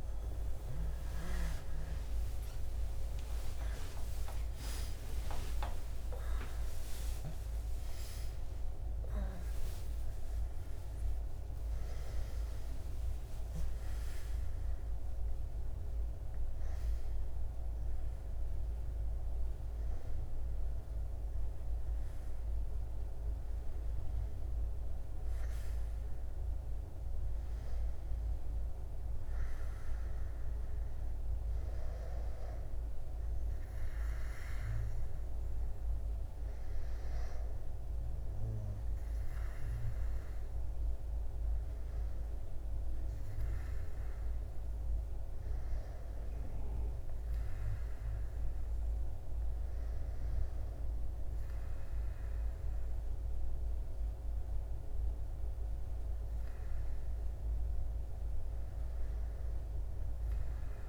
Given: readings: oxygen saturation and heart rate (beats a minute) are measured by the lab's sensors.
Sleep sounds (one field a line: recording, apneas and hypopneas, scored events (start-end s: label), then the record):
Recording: a person partly awake in a sleep study, hard to hear, by a room microphone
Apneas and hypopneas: none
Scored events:
15.00-22.00 s: oxygen desaturation (device-marked, oxygen 100% before, 96% lowest, heart rate 110 before, 62 extreme)
30.00-60.89 s: new sleep stage, N1 (lightest sleep)
From the record:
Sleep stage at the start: awake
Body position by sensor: on the back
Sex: male